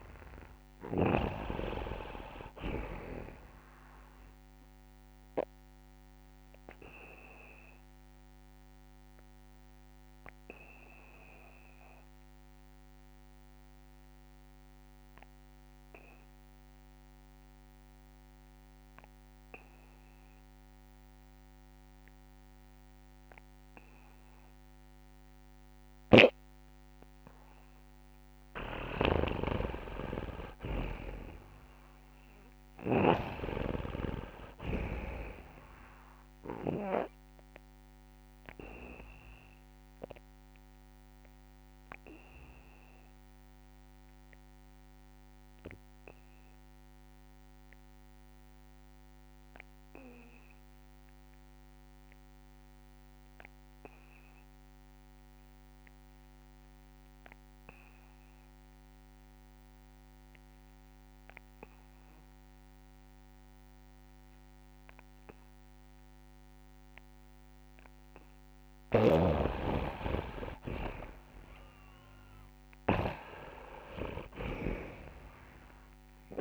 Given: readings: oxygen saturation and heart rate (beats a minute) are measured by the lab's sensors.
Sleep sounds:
breathing in sleep by a microphone on the trachea; 2
0.00-1.00 s: snoring (device-marked)
0.00-20.50 s: oxygen desaturation (device-marked, oxygen 83% lowest, heart rate 29 extreme)
1.50-3.50 s: long interval between heartbeats (device-marked, heart rate 64 before, 46 extreme)
7.50-28.00 s: obstructive apnea (oxygen 98% before, 79% lowest, heart rate 61 before, 29 extreme)
25.50-33.00 s: snoring (device-marked)
28.50-30.50 s: long interval between heartbeats (device-marked, heart rate 69 before, 59 extreme)
30.00-34.00 s: arousal
32.50-34.50 s: long interval between heartbeats (device-marked, heart rate 67 before, 45 extreme)
34.50-53.50 s: oxygen desaturation (device-marked, oxygen 97% before, 85% lowest, heart rate 64 before, 52 extreme)
38.50-69.00 s: obstructive apnea (oxygen 98% before, 79% lowest, heart rate 57 before, 52 extreme, up 2 after)
41.00-43.00 s: long interval between heartbeats (device-marked, heart rate 55 before, 70 extreme)
59.50-76.41 s: oxygen desaturation (device-marked, oxygen 98% before, 79% lowest)
68.50-76.41 s: snoring (device-marked)
71.50-75.00 s: arousal
From the record:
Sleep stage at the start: N2 (light sleep); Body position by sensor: on the back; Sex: male

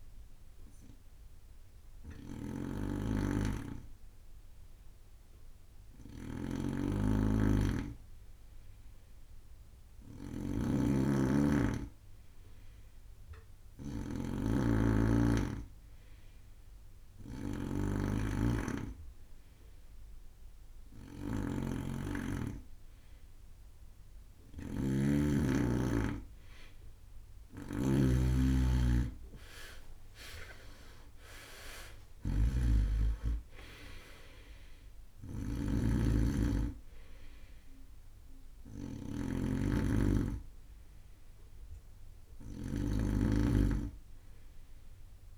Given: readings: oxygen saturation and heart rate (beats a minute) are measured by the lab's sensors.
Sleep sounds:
breathing in sleep by a room microphone; 1
0.00-45.38 s: snoring (device-marked)
1.00-21.50 s: hypopnea (oxygen 98% before, 92% lowest)
21.50-36.50 s: oxygen desaturation (device-marked, oxygen 97% before, 92% lowest)
30.00-34.50 s: arousal
43.50-45.38 s: oxygen desaturation (device-marked, oxygen 96% before, 92% lowest)
From the record:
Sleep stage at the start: N2 (light sleep); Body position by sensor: on the right side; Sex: male

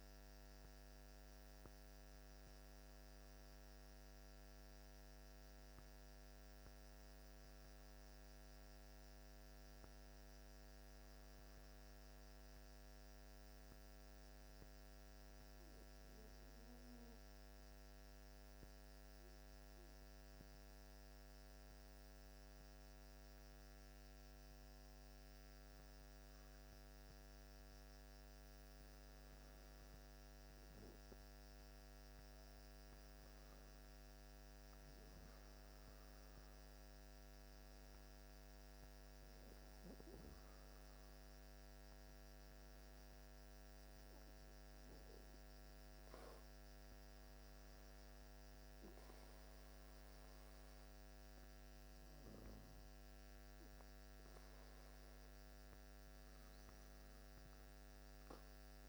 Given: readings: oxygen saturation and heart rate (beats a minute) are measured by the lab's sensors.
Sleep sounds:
breathing in sleep, hard to hear, by a microphone on the trachea; 1
0.00-5.00 s: oxygen desaturation (device-marked, oxygen 93% lowest, heart rate 57 extreme)
7.50-13.00 s: arousal
18.50-29.50 s: hypopnea (oxygen 96% before, 92% lowest, heart rate 60 before, 57 extreme, up 1 after)
31.00-35.50 s: arousal
35.00-46.00 s: oxygen desaturation (device-marked, oxygen 96% before, 92% lowest, heart rate 59 before, 57 extreme)
From the record:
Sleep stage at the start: N2 (light sleep); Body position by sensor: on the back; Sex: male

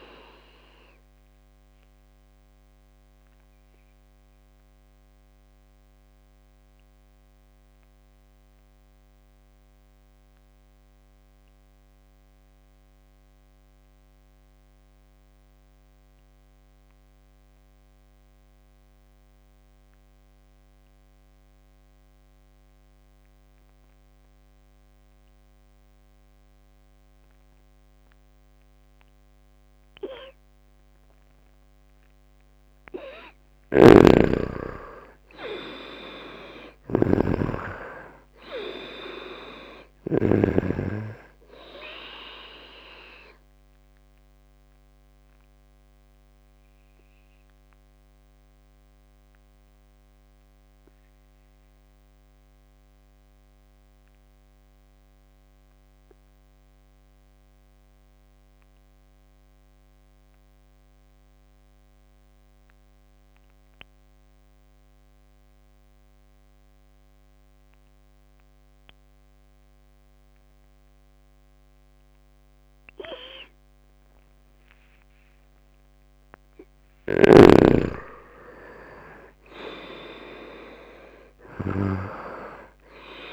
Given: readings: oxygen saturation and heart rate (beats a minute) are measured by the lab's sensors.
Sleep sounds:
breathing in sleep by a microphone on the trachea; 2
0.00-15.50 s: oxygen desaturation (device-marked, oxygen 87% lowest, heart rate 67 extreme)
2.00-31.50 s: obstructive apnea (oxygen 98% before, 83% lowest, heart rate 75 before, 67 extreme, up 10 after)
32.50-59.50 s: oxygen desaturation (device-marked, oxygen 97% before, 83% lowest, heart rate 73 before, 70 extreme)
33.00-37.50 s: arousal
33.00-40.00 s: snoring (device-marked)
44.50-75.00 s: obstructive apnea (oxygen 98% before, 83% lowest, heart rate 74 before, 70 extreme, up 10 after)
75.50-80.50 s: arousal
77.50-83.32 s: oxygen desaturation (device-marked, oxygen 97% before, 85% lowest, heart rate 74 before, 73 extreme)
From the record:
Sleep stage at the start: N2 (light sleep); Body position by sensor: on the right side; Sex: male

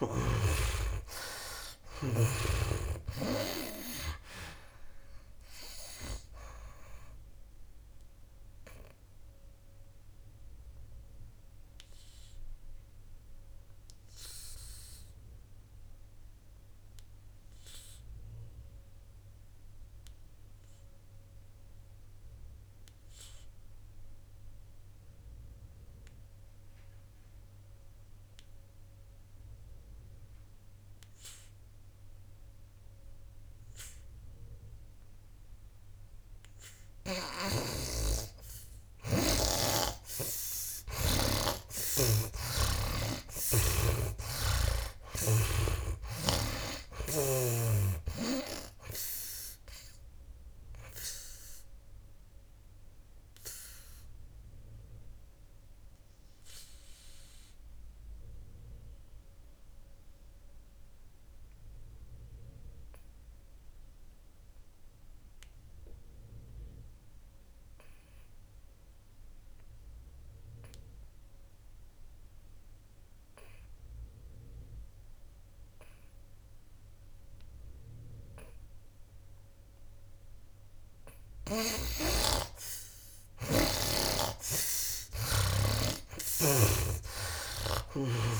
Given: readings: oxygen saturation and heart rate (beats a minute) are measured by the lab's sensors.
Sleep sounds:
breathing in sleep by a room microphone; 2
0.00-4.00 s: arousal
0.00-36.00 s: oxygen desaturation (device-marked, oxygen 78% lowest, heart rate 57 extreme)
8.50-38.50 s: obstructive apnea (oxygen 99% before, 71% lowest, heart rate 67 before, 57 extreme, up 16 after)
41.00-78.00 s: oxygen desaturation (device-marked, oxygen 96% before, 71% lowest, heart rate 59 before, 58 extreme)
41.50-45.50 s: arousal
51.50-81.00 s: obstructive apnea (oxygen 96% before, 71% lowest, heart rate 66 before, 58 extreme, up 12 after)
84.50-88.40 s: arousal
86.50-88.40 s: snoring (device-marked)
From the record:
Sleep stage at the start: N2 (light sleep); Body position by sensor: on the back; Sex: male

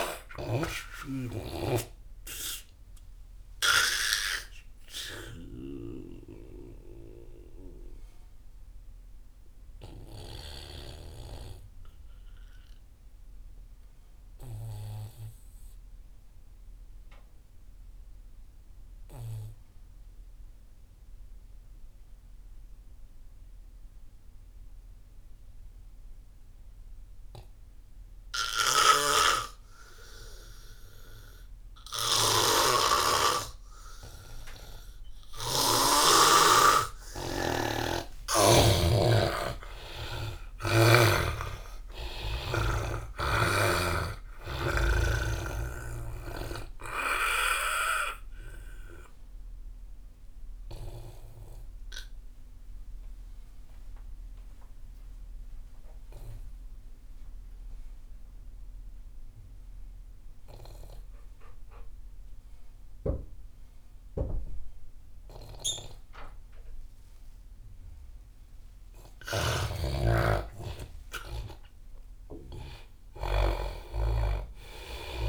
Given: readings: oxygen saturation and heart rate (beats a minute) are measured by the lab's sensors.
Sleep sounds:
breathing in sleep by a room microphone; 2
0.00-15.50 s: oxygen desaturation (device-marked, oxygen 86% lowest)
2.00-6.00 s: snoring (device-marked)
4.50-38.00 s: mixed apnea (oxygen 98% before, 83% lowest)
28.50-62.50 s: oxygen desaturation (device-marked, oxygen 98% before, 83% lowest)
29.00-36.50 s: snoring (device-marked)
38.50-42.50 s: arousal
47.50-68.00 s: obstructive apnea (oxygen 99% before, 83% lowest)
69.00-74.50 s: arousal
69.50-74.00 s: snoring (device-marked)
From the record:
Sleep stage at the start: N2 (light sleep); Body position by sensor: on the back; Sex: male

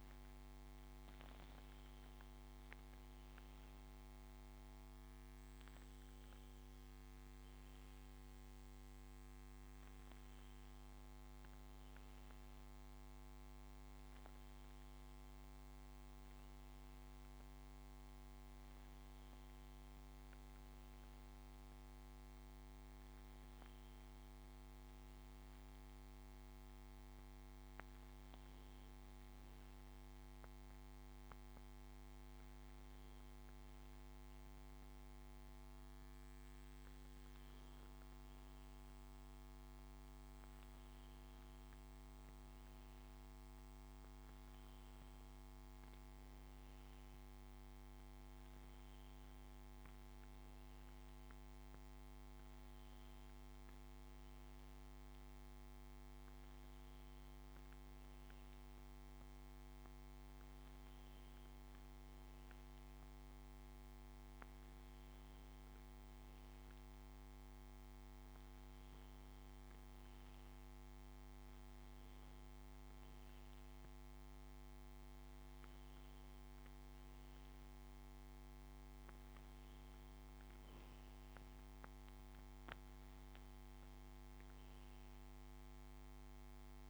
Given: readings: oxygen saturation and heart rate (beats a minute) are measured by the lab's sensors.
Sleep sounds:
breathing in sleep, hard to hear, by a microphone on the trachea; none
0.00-1.00 s: arousal
56.00-86.90 s: new sleep stage, N2 (light sleep)
From the record:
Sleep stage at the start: N1 (lightest sleep); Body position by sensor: on the back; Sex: male

